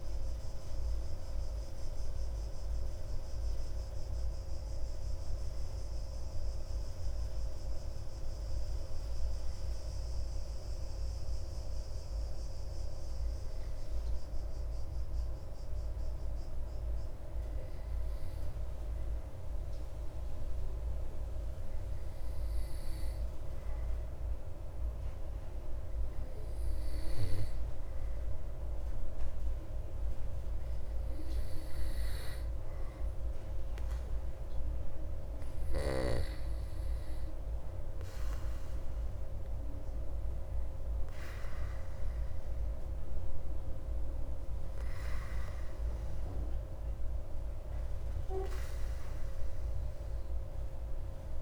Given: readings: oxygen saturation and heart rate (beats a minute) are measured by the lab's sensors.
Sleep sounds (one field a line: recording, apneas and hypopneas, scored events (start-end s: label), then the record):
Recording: breathing in sleep, hard to hear, by a room microphone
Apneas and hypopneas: 1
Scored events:
10.50-34.00 s: hypopnea (oxygen 98% before, 95% lowest)
36.50-41.50 s: arousal
From the record:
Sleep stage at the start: N2 (light sleep)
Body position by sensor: on the back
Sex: male